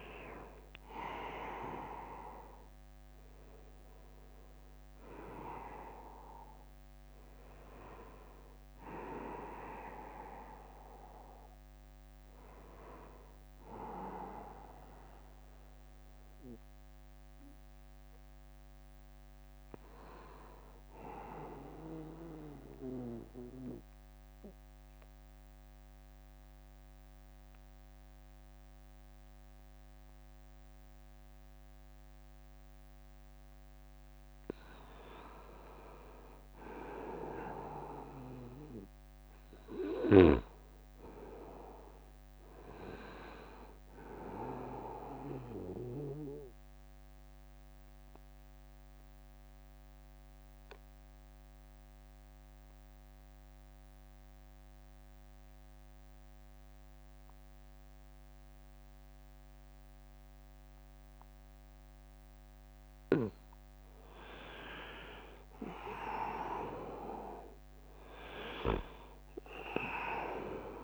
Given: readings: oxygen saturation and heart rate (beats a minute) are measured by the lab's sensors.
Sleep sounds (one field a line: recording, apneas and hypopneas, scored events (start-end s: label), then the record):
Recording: breathing in sleep by a microphone on the trachea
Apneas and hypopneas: 2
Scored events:
0.00-6.00 s: drop in pulse transit time (device-marked, heart rate 71 extreme)
0.00-22.00 s: oxygen desaturation (device-marked, oxygen 84% lowest, heart rate 69 extreme)
21.50-33.50 s: mixed apnea (oxygen 97% before, 92% lowest, heart rate 77 before, 70 extreme, up 7 after)
34.00-36.00 s: long interval between heartbeats (device-marked, heart rate 81 before, 78 extreme)
36.00-39.50 s: arousal
39.00-41.00 s: long interval between heartbeats (device-marked, heart rate 80 before, 70 extreme)
45.00-59.00 s: oxygen desaturation (device-marked, oxygen 100% before, 94% lowest, heart rate 78 before, 74 extreme)
46.00-62.50 s: obstructive apnea (oxygen 100% before, 92% lowest, heart rate 77 before, 73 extreme, up 13 after)
65.00-70.84 s: drop in pulse transit time (device-marked, heart rate 84 before, 75 extreme)
65.50-70.00 s: arousal
69.00-70.84 s: oxygen desaturation (device-marked, oxygen 99% before, 92% lowest, heart rate 84 before, 73 extreme)
From the record:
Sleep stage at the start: N2 (light sleep)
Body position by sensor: on the right side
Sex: male